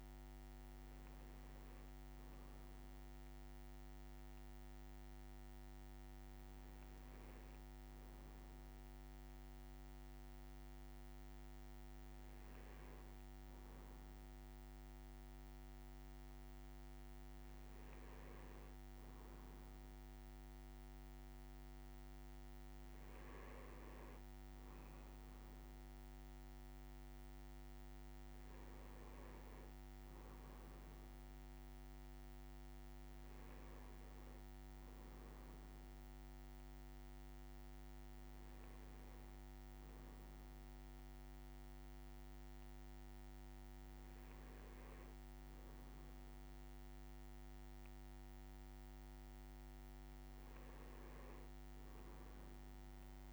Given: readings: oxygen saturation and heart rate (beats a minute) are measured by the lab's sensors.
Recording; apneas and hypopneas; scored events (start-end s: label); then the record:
breathing in sleep, hard to hear, by a microphone on the trachea; none
none scored
From the record:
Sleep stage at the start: N1 (lightest sleep); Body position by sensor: on the right side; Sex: male